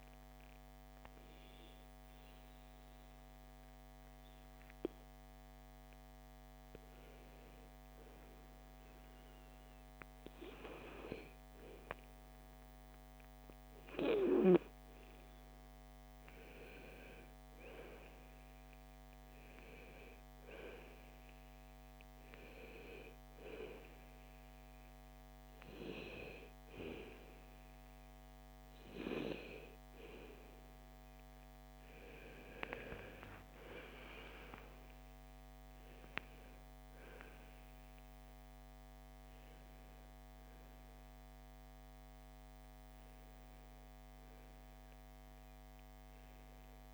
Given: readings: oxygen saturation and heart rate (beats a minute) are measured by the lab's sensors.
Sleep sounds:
a person awake in a sleep study, by a microphone on the trachea; none
12.50-33.50 s: oxygen desaturation (device-marked, oxygen 98% before, 95% lowest, heart rate 59 before, 55 extreme)
From the record:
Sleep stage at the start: awake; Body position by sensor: on the right side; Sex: female

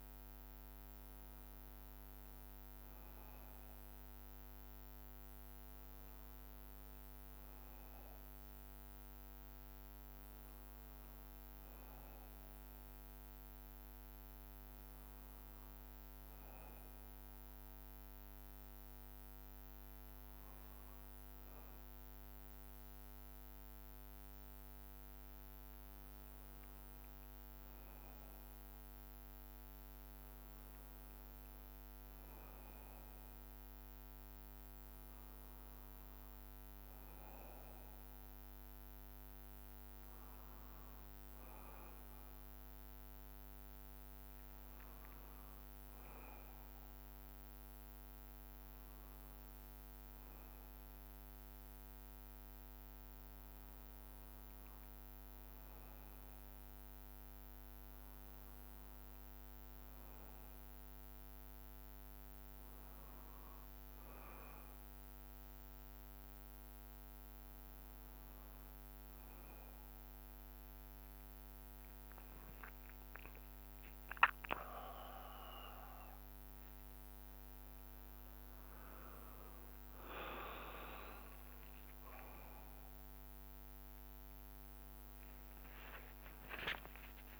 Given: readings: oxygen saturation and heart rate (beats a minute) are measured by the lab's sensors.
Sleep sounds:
breathing in sleep, hard to hear, by a microphone on the trachea; 2
16.00-28.00 s: obstructive apnea (oxygen 93% before, 91% lowest)
29.00-33.00 s: arousal
61.00-72.50 s: obstructive apnea (oxygen 93% before, 91% lowest)
74.50-80.50 s: arousal
From the record:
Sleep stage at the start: N2 (light sleep); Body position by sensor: on the back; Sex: male

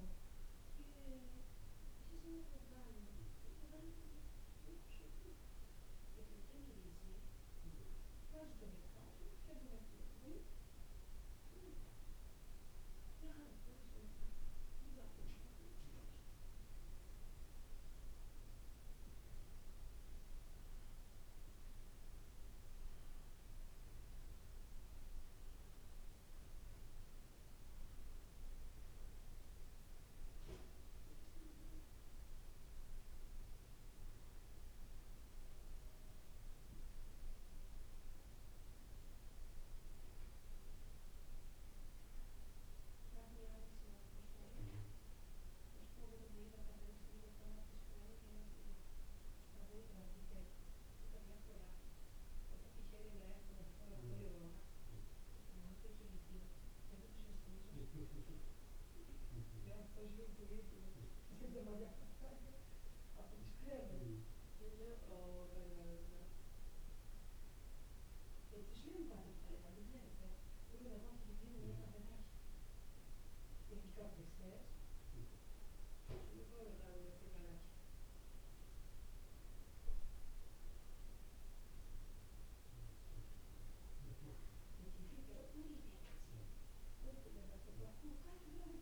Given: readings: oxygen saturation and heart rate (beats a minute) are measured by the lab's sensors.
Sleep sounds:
breathing in sleep by a room microphone; none
none scored
From the record:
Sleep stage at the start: N2 (light sleep); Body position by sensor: on the back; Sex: male

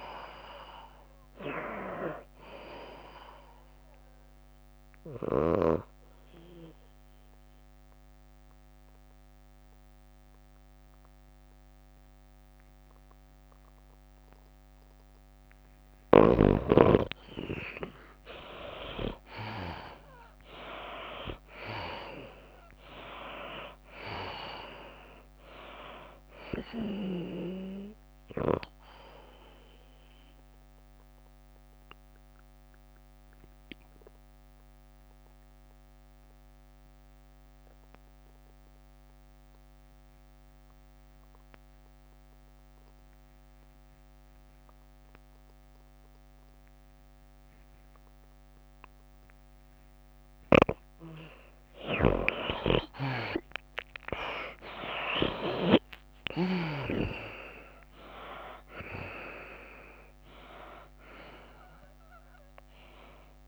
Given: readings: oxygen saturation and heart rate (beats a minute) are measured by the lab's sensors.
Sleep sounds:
breathing in sleep by a microphone on the trachea; 2
0.00-2.00 s: drop in pulse transit time (device-marked, heart rate 93 extreme)
0.00-2.00 s: oxygen desaturation (device-marked, oxygen 71% lowest, heart rate 91 extreme)
0.00-10.00 s: tachycardia (device-marked, heart rate 108 extreme)
5.50-16.00 s: obstructive apnea (oxygen 97% before, 75% lowest, heart rate 102 before, 97 extreme, up 2 after)
18.50-22.50 s: arousal
19.50-21.50 s: long interval between heartbeats (device-marked, heart rate 102 before, 98 extreme)
20.00-22.00 s: tachycardia (device-marked, heart rate 107 before, 99 extreme)
21.00-39.00 s: oxygen desaturation (device-marked, oxygen 95% before, 82% lowest, heart rate 101 before, 92 extreme)
23.00-36.00 s: tachycardia (device-marked, heart rate 107 before, 105 extreme)
25.00-38.00 s: drop in pulse transit time (device-marked, heart rate 100 before, 100 extreme)
31.00-51.50 s: obstructive apnea (oxygen 97% before, 75% lowest, heart rate 101 before, 92 extreme, up 12 after)
52.00-63.48 s: oxygen desaturation (device-marked, oxygen 95% before, 75% lowest, heart rate 98 before, 94 extreme)
53.50-56.50 s: arousal
54.00-63.48 s: tachycardia (device-marked, heart rate 107 before, 117 extreme)
58.00-63.48 s: drop in pulse transit time (device-marked, heart rate 96 before, 103 extreme)
From the record:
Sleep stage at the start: N2 (light sleep); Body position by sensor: on the back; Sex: female

